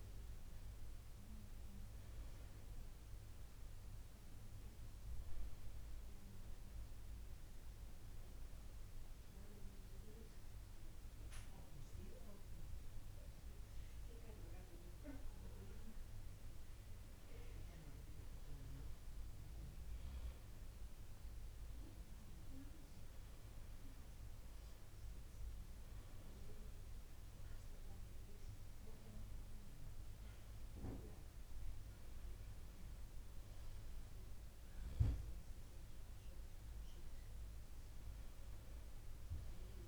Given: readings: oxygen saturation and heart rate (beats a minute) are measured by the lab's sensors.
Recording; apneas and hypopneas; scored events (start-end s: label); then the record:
breathing in sleep by a room microphone; none
2.00-39.88 s: new sleep stage, N2 (light sleep)
From the record:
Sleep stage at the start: N1 (lightest sleep); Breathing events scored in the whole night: 109 in 4.7 hours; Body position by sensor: on the right side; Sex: male